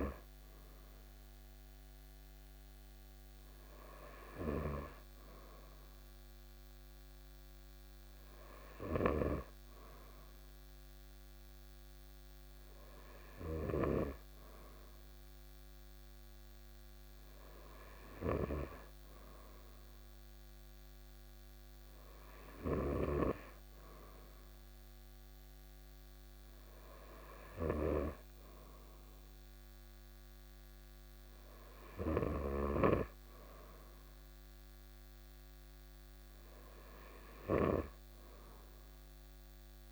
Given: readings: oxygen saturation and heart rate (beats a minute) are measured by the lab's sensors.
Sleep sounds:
breathing in sleep by a microphone on the trachea; none
none scored
From the record:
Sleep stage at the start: N2 (light sleep); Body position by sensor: on the right side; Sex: male

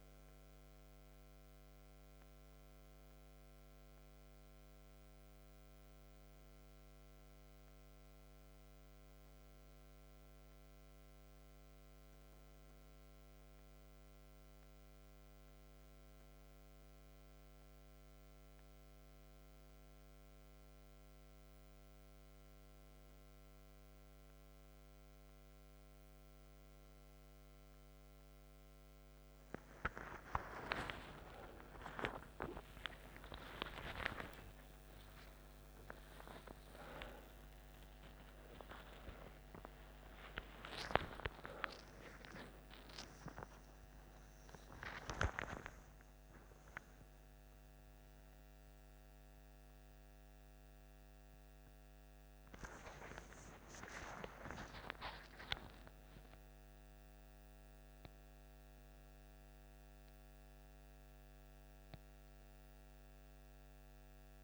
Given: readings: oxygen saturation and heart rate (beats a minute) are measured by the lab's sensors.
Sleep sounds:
a person partly awake in a sleep study, by a microphone on the trachea; none
32.50-64.44 s: new sleep stage, awake
35.00-37.00 s: long interval between heartbeats (device-marked, heart rate 62 before, 90 extreme)
42.00-44.00 s: long interval between heartbeats (device-marked, heart rate 85 before, 193 extreme)
From the record:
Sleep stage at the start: N2 (light sleep); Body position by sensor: on the back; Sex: male

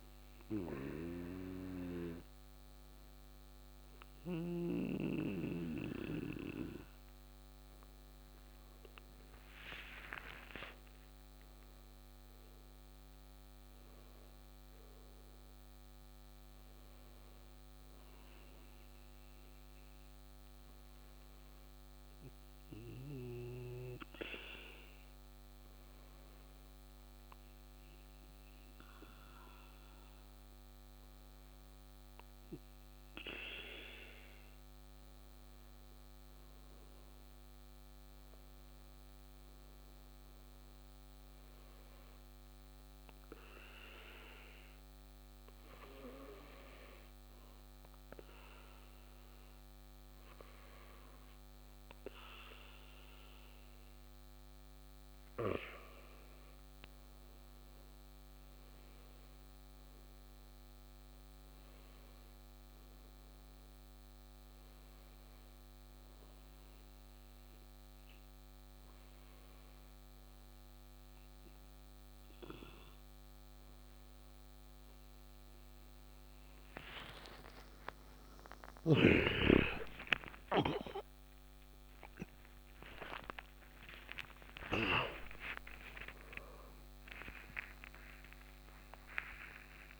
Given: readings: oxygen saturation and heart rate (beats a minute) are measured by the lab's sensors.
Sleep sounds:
breathing in sleep by a microphone on the trachea; 3
0.00-13.50 s: oxygen desaturation (device-marked, oxygen 92% lowest, heart rate 56 extreme)
10.50-15.00 s: arousal
19.00-31.00 s: hypopnea (oxygen 97% before, 95% lowest, heart rate 64 before, 56 extreme, up 6 after)
34.50-39.00 s: arousal
44.50-57.50 s: hypopnea (oxygen 98% before, 95% lowest, heart rate 60 before, 59 extreme, up 11 after)
59.00-62.50 s: arousal
66.50-78.00 s: hypopnea (oxygen 98% before, 95% lowest, heart rate 63 before, 60 extreme)
76.50-90.00 s: tachycardia (device-marked, heart rate 66 before, 156 extreme)
85.50-90.00 s: new sleep stage, awake
From the record:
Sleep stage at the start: N2 (light sleep); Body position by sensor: on the back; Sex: male

